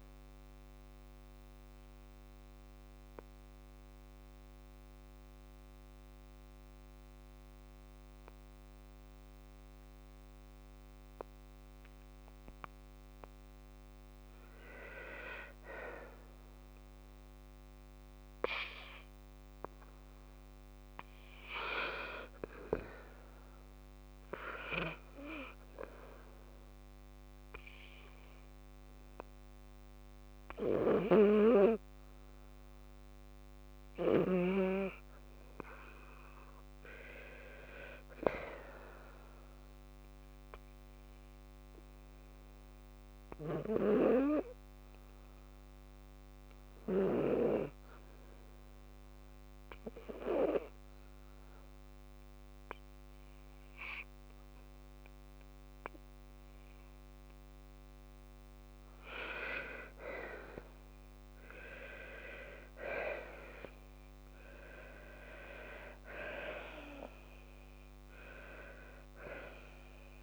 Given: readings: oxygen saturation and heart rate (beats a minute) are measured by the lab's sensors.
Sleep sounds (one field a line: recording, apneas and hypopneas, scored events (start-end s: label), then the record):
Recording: breathing in sleep by a microphone on the trachea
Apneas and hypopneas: 2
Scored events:
6.50-21.50 s: mixed apnea (oxygen 94% before, 94% lowest, heart rate 58 before, 56 extreme, up 2 after)
23.50-26.50 s: arousal
50.50-63.00 s: hypopnea (oxygen 98% before, 93% lowest, heart rate 58 before, 55 extreme, up 6 after)
65.50-70.00 s: arousal
From the record:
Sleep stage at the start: N2 (light sleep)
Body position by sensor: on the back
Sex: female